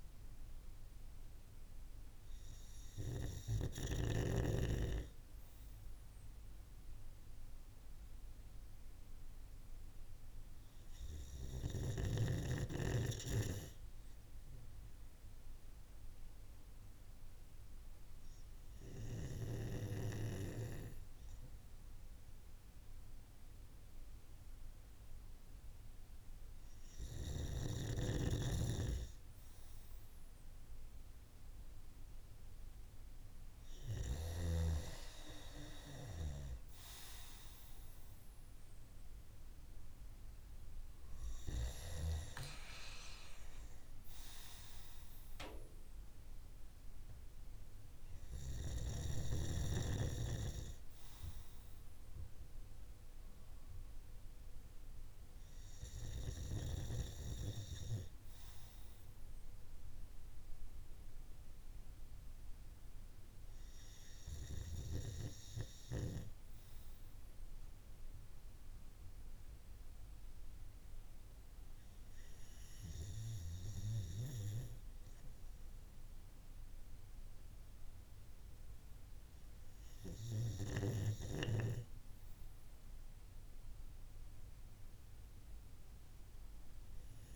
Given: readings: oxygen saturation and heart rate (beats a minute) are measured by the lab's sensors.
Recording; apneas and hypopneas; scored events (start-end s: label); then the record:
breathing in sleep by a room microphone; none
none scored
From the record:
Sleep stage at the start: N2 (light sleep); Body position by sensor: on the right side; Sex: male